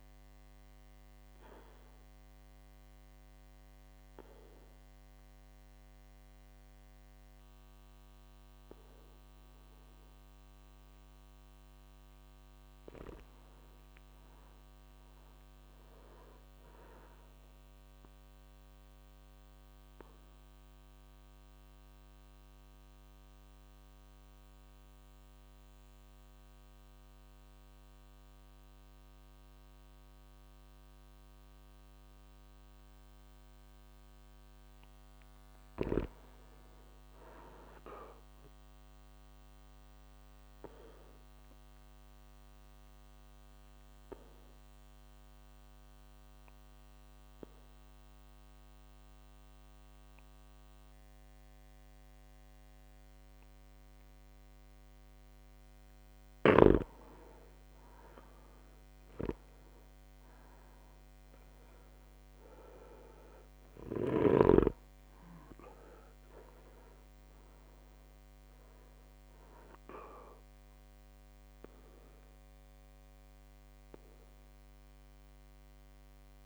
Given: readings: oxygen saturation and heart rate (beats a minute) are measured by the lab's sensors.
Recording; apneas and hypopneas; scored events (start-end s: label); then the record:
breathing in sleep by a microphone on the trachea; 3
0.00-19.00 s: oxygen desaturation (device-marked, oxygen 94% lowest, heart rate 53 extreme)
2.00-13.00 s: obstructive apnea (oxygen 100% before, 94% lowest, heart rate 58 before, 53 extreme, up 4 after)
14.50-17.50 s: arousal
15.00-28.00 s: drop in pulse transit time (device-marked, heart rate 57 before, 56 extreme)
20.00-33.50 s: obstructive apnea (oxygen 100% before, 93% lowest, heart rate 57 before, 53 extreme, up 6 after)
23.00-25.00 s: long interval between heartbeats (device-marked, heart rate 57 before, 57 extreme)
32.50-34.50 s: long interval between heartbeats (device-marked, heart rate 57 before, 60 extreme)
35.50-38.00 s: arousal
41.50-55.50 s: obstructive apnea (oxygen 99% before, 93% lowest, heart rate 57 before, 53 extreme, up 7 after)
46.00-48.00 s: long interval between heartbeats (device-marked, heart rate 57 before, 58 extreme)
46.00-63.00 s: oxygen desaturation (device-marked, oxygen 99% before, 95% lowest, heart rate 57 before, 53 extreme)
58.00-61.50 s: arousal
62.00-70.00 s: drop in pulse transit time (device-marked, heart rate 58 before, 60 extreme)
72.00-76.46 s: oxygen desaturation (device-marked, oxygen 98% before, 93% lowest, heart rate 59 before, 56 extreme)
From the record:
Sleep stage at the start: N2 (light sleep); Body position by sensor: on the back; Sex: male